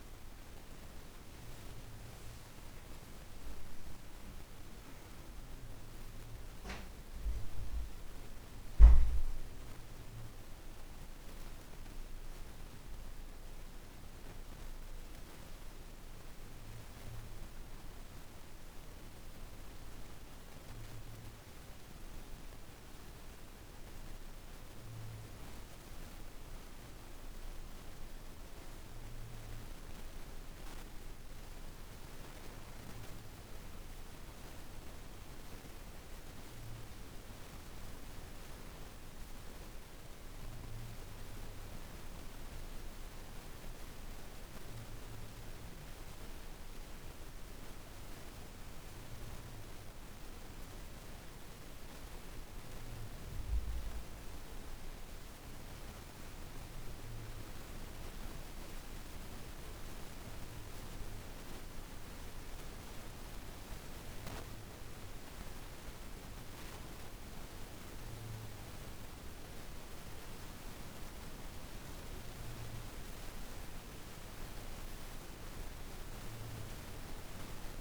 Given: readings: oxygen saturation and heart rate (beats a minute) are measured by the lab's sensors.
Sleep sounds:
a person awake in a sleep study, hard to hear, by a room microphone; none
none scored
From the record:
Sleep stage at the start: awake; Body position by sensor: on the right side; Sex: female

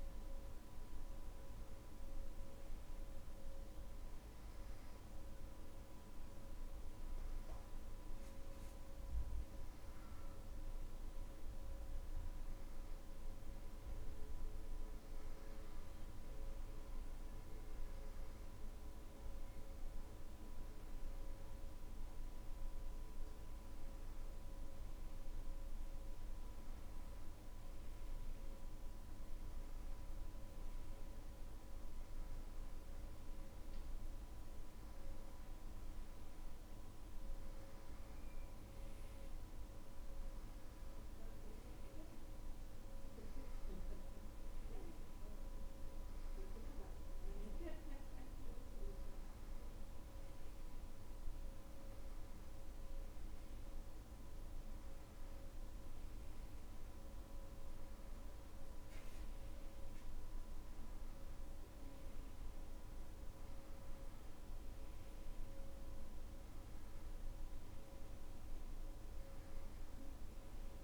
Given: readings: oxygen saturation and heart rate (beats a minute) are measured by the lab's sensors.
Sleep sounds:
breathing in sleep, hard to hear, by a room microphone; none
none scored
From the record:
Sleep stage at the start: N2 (light sleep); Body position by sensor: on the back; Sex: male

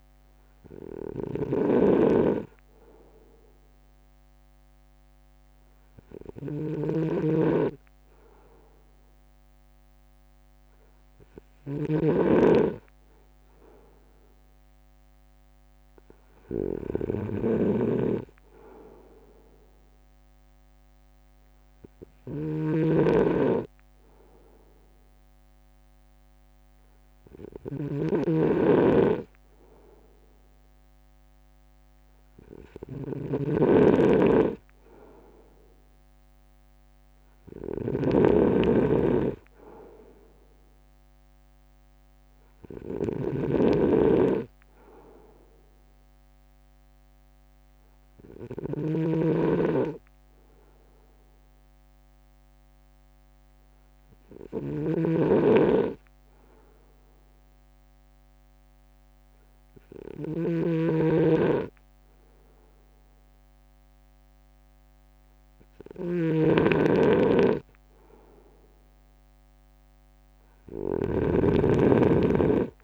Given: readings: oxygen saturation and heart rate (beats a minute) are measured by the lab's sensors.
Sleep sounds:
breathing in sleep by a microphone on the trachea; 1
0.00-72.84 s: snoring (device-marked)
31.50-45.50 s: drop in pulse transit time (device-marked, heart rate 59 before, 56 extreme)
44.00-47.00 s: arousal
49.00-66.00 s: obstructive apnea (oxygen 95% before, 94% lowest, heart rate 59 before, 51 extreme, up 1 after)
68.50-71.50 s: arousal
From the record:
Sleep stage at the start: N2 (light sleep); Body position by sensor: on the front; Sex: male

